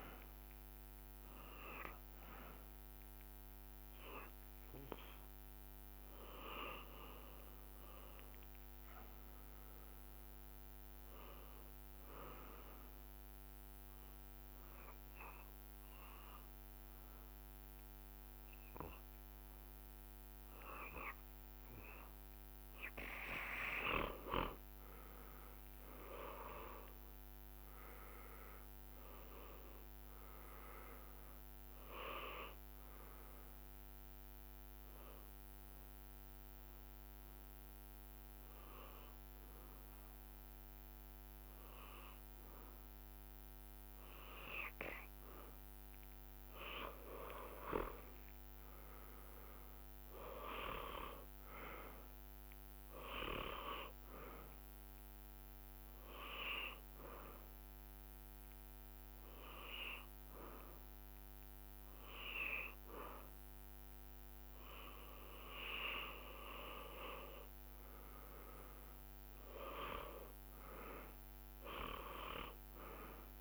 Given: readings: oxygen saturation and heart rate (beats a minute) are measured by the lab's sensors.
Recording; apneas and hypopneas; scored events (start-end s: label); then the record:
breathing in sleep by a microphone on the trachea; 3
0.00-14.50 s: oxygen desaturation (device-marked, oxygen 92% lowest, heart rate 58 extreme)
7.00-11.00 s: arousal
13.00-23.00 s: obstructive apnea (oxygen 96% before, 90% lowest, heart rate 65 before, 58 extreme, up 9 after)
26.50-30.50 s: arousal
34.50-51.50 s: oxygen desaturation (device-marked, oxygen 97% before, 90% lowest, heart rate 66 before, 59 extreme)
35.00-45.50 s: hypopnea (oxygen 97% before, 90% lowest, heart rate 66 before, 59 extreme, up 12 after)
35.50-38.50 s: bradycardia (device-marked, heart rate 74 before, 60 extreme)
48.00-51.50 s: arousal
54.50-67.00 s: hypopnea (oxygen 98% before, 93% lowest, heart rate 63 before, 59 extreme, up 9 after)
66.50-73.41 s: drop in pulse transit time (device-marked, heart rate 64 before, 62 extreme)
68.50-72.00 s: arousal
From the record:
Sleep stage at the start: N2 (light sleep); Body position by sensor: on the back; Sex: male